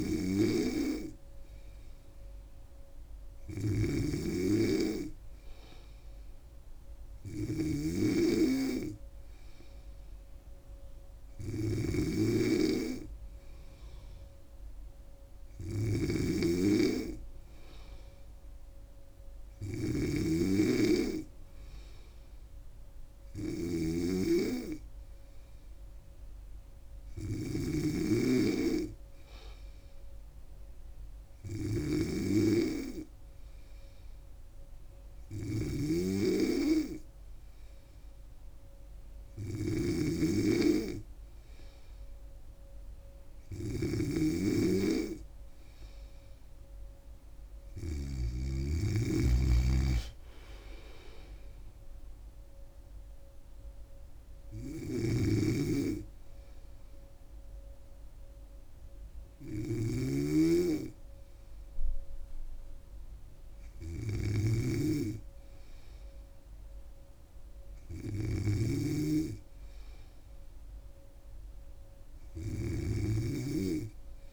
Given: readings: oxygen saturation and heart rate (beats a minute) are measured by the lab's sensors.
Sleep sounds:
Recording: breathing in sleep by a room microphone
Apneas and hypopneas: none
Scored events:
0.00-48.50 s: snoring (device-marked)
55.00-74.32 s: snoring (device-marked)
From the record:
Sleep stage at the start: N3 (deep sleep)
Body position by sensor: on the back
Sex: female

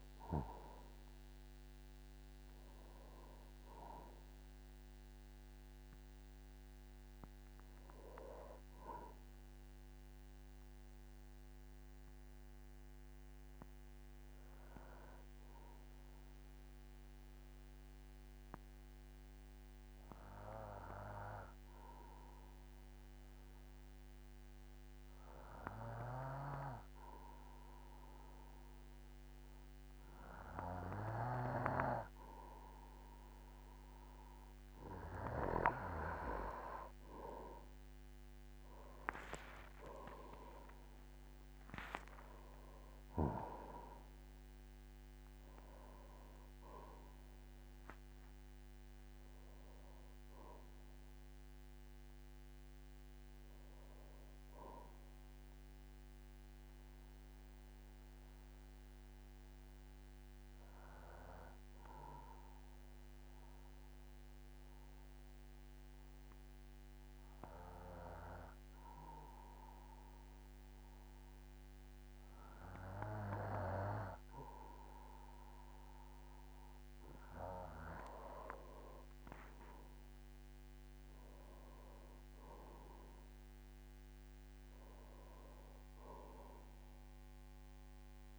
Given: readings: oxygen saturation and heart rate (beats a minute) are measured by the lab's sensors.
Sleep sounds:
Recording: breathing in sleep by a microphone on the trachea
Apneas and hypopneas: 2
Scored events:
0.00-22.00 s: oxygen desaturation (device-marked, oxygen 92% lowest, heart rate 46 extreme)
12.00-31.50 s: obstructive apnea (oxygen 98% before, 92% lowest, heart rate 59 before, 48 extreme, up 17 after)
36.00-67.00 s: oxygen desaturation (device-marked, oxygen 98% before, 92% lowest, heart rate 50 before, 46 extreme)
39.00-43.50 s: arousal
39.50-41.50 s: long interval between heartbeats (device-marked, heart rate 51 before, 66 extreme)
56.50-77.50 s: obstructive apnea (oxygen 98% before, 92% lowest, heart rate 66 before, 46 extreme, up 11 after)
79.50-83.00 s: arousal
82.00-88.39 s: oxygen desaturation (device-marked, oxygen 98% before, 93% lowest, heart rate 50 before, 47 extreme)
From the record:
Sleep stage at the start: N2 (light sleep)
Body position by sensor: on the back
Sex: male

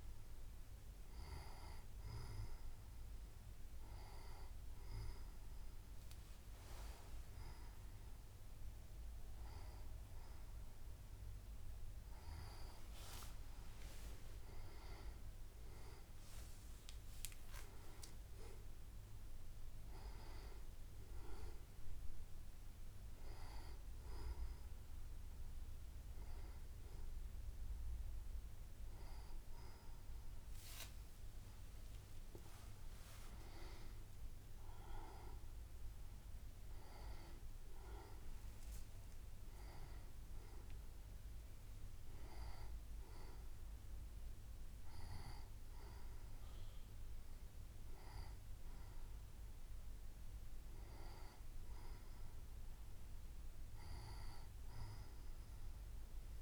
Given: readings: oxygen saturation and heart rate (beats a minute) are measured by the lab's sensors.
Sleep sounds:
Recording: breathing in sleep by a room microphone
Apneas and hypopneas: none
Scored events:
none scored
From the record:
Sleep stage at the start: N2 (light sleep)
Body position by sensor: on the right side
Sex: female

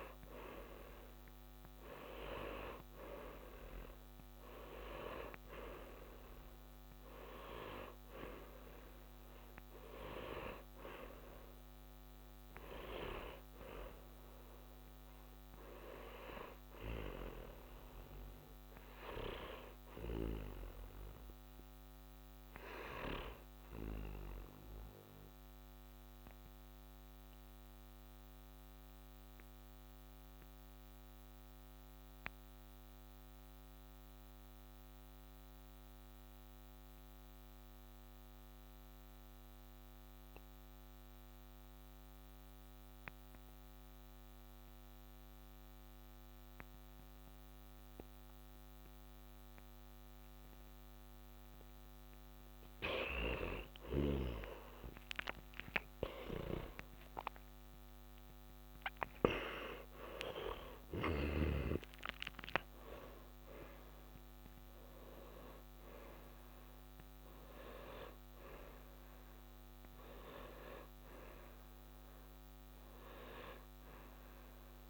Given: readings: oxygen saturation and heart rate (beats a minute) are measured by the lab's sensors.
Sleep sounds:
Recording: breathing in sleep by a microphone on the trachea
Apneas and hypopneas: 1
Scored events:
5.00-31.00 s: oxygen desaturation (device-marked, oxygen 97% before, 92% lowest, heart rate 64 before, 51 extreme)
17.00-74.90 s: new sleep stage, N2 (light sleep)
23.50-51.50 s: mixed apnea (oxygen 97% before, 91% lowest, heart rate 65 before, 51 extreme, up 13 after)
53.00-58.50 s: arousal
56.00-74.90 s: oxygen desaturation (device-marked, oxygen 97% before, 91% lowest, heart rate 62 before, 45 extreme)
From the record:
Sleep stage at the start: N1 (lightest sleep)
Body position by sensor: on the back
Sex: male

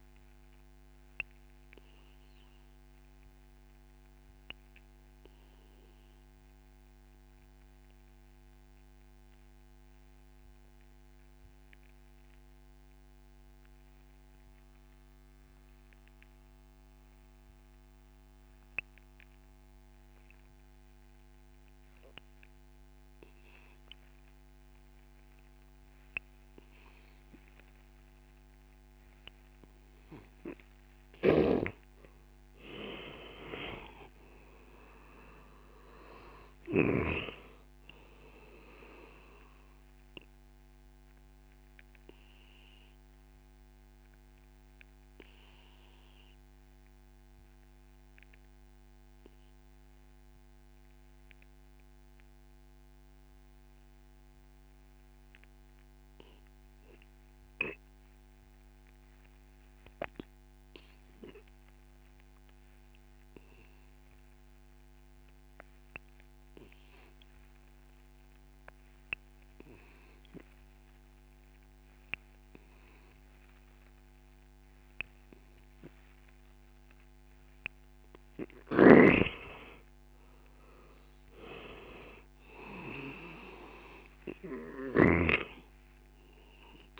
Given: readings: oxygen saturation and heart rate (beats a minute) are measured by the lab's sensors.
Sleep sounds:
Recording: breathing in sleep by a microphone on the trachea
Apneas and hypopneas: 2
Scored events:
0.00-16.00 s: oxygen desaturation (device-marked, oxygen 89% lowest)
1.50-29.50 s: obstructive apnea (oxygen 97% before, 89% lowest)
31.00-37.00 s: snoring (device-marked)
32.00-35.00 s: arousal
35.00-50.00 s: oxygen desaturation (device-marked, oxygen 95% before, 91% lowest)
40.50-77.00 s: obstructive apnea (oxygen 97% before, 87% lowest)
52.00-62.00 s: oxygen desaturation (device-marked, oxygen 95% before, 90% lowest)
74.00-87.00 s: oxygen desaturation (device-marked, oxygen 97% before, 87% lowest)
78.50-81.50 s: arousal
From the record:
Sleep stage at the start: N2 (light sleep)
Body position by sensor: on the back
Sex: male

